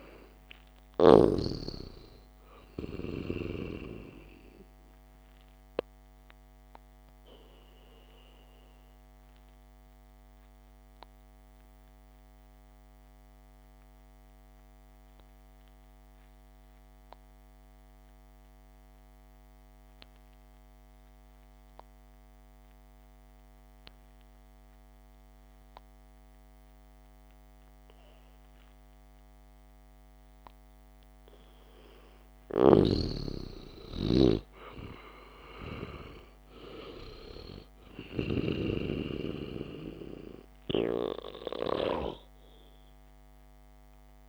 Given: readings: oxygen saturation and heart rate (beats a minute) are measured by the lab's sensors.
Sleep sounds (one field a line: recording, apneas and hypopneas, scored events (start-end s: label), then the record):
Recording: breathing in sleep by a microphone on the trachea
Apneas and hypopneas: 1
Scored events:
0.00-2.00 s: snoring (device-marked)
0.00-2.50 s: arousal
6.00-13.00 s: oxygen desaturation (device-marked, oxygen 97% before, 92% lowest, heart rate 64 before, 56 extreme)
9.50-31.00 s: obstructive apnea (oxygen 97% before, 91% lowest, heart rate 64 before, 55 extreme, up 0 after)
31.50-35.50 s: arousal
33.00-39.50 s: snoring (device-marked)
From the record:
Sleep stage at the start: N2 (light sleep)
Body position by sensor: on the back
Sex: male